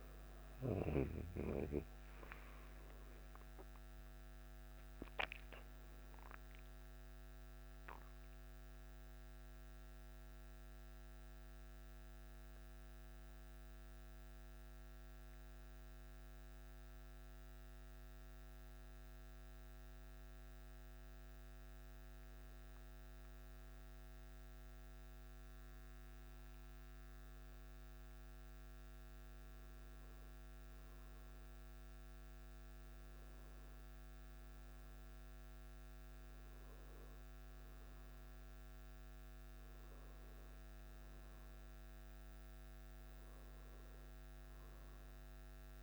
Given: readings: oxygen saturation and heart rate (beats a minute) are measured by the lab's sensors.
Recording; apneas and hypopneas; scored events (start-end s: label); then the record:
a person awake in a sleep study, by a microphone on the trachea; none
none scored
From the record:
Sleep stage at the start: awake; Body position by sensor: on the back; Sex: male